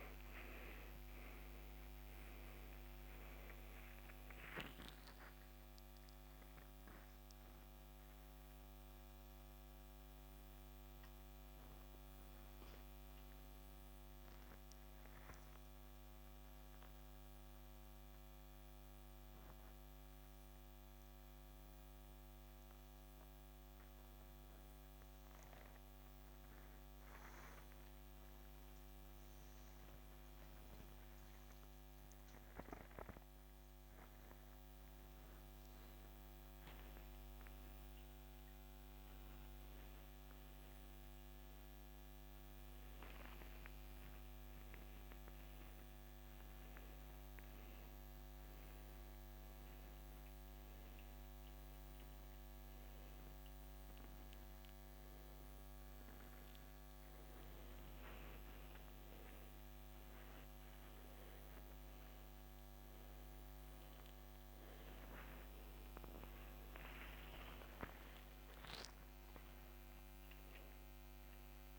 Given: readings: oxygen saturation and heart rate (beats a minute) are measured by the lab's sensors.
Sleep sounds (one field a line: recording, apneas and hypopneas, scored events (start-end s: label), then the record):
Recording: a person awake in a sleep study, hard to hear, by a microphone on the trachea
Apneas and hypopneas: none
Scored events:
none scored
From the record:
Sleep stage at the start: awake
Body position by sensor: upright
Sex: male